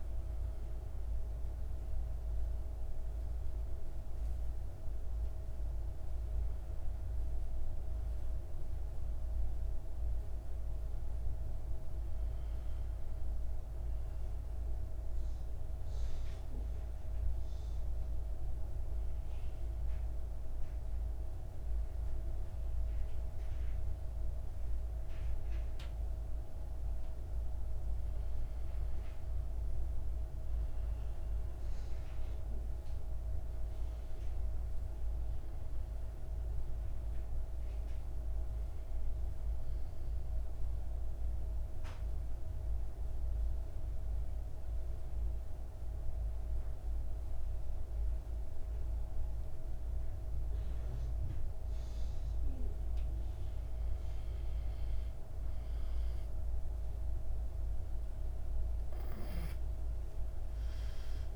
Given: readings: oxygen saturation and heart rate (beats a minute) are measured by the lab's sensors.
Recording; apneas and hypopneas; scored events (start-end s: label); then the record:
breathing in sleep, hard to hear, by a room microphone; 2
8.00-61.36 s: new sleep stage, N2 (light sleep)
14.50-28.00 s: mixed apnea (oxygen 98% before, 92% lowest, heart rate 61 before, 55 extreme, up 7 after)
31.50-35.00 s: arousal
38.00-51.00 s: oxygen desaturation (device-marked, oxygen 97% before, 93% lowest, heart rate 59 before, 56 extreme)
39.00-53.50 s: mixed apnea (oxygen 97% before, 92% lowest, heart rate 59 before, 56 extreme, up 4 after)
58.50-61.36 s: arousal
From the record:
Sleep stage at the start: N1 (lightest sleep); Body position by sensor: on the back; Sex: male